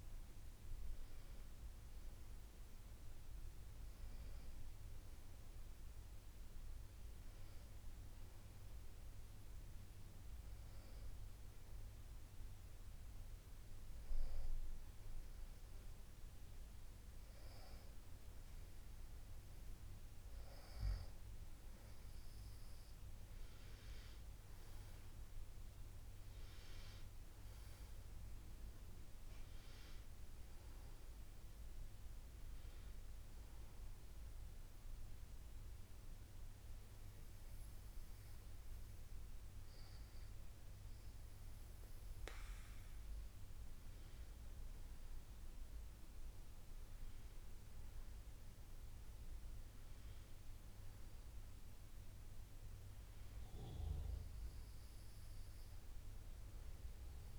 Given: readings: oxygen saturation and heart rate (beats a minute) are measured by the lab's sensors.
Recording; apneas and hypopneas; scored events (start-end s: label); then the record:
breathing in sleep, hard to hear, by a room microphone; none
46.50-50.50 s: arousal
46.50-57.39 s: new sleep stage, N2 (light sleep)
From the record:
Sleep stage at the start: N1 (lightest sleep); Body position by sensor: on the back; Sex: female